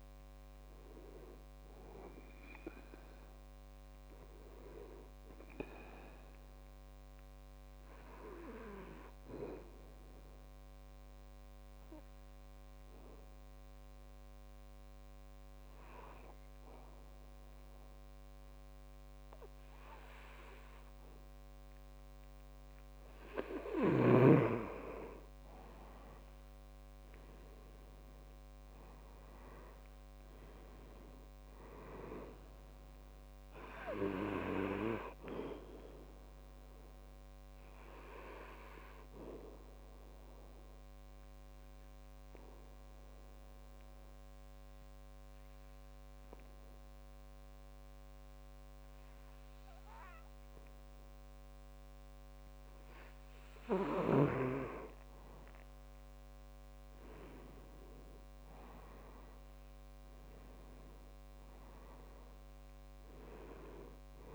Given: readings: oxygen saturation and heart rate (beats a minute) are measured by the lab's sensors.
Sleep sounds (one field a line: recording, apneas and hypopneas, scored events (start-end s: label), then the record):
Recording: breathing in sleep by a microphone on the trachea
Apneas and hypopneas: 2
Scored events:
0.00-14.00 s: oxygen desaturation (device-marked, oxygen 91% lowest, heart rate 62 extreme)
7.00-22.50 s: obstructive apnea (oxygen 97% before, 90% lowest, heart rate 74 before, 62 extreme, up 6 after)
25.50-30.50 s: arousal
30.00-52.00 s: oxygen desaturation (device-marked, oxygen 98% before, 90% lowest, heart rate 64 before, 65 extreme)
38.00-52.50 s: obstructive apnea (oxygen 98% before, 90% lowest, heart rate 66 before, 65 extreme, up 4 after)
56.00-60.00 s: arousal
From the record:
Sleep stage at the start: N2 (light sleep)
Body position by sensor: on the back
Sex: male